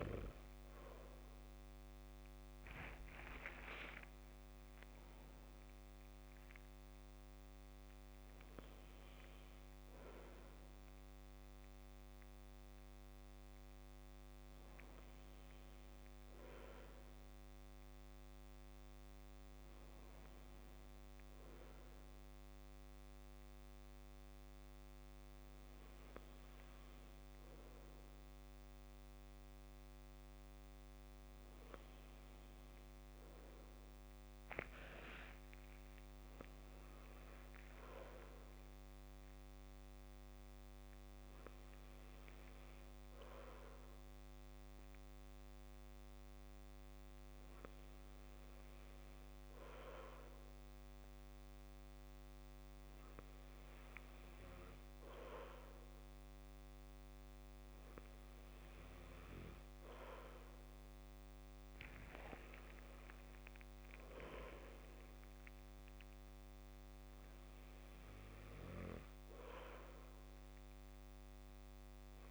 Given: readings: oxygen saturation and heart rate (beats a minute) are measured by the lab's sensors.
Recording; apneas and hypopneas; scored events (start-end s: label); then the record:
breathing in sleep by a microphone on the trachea; none
34.50-36.50 s: long interval between heartbeats (device-marked, heart rate 59 before, 72 extreme)
From the record:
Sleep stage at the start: N2 (light sleep); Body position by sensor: on the back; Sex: male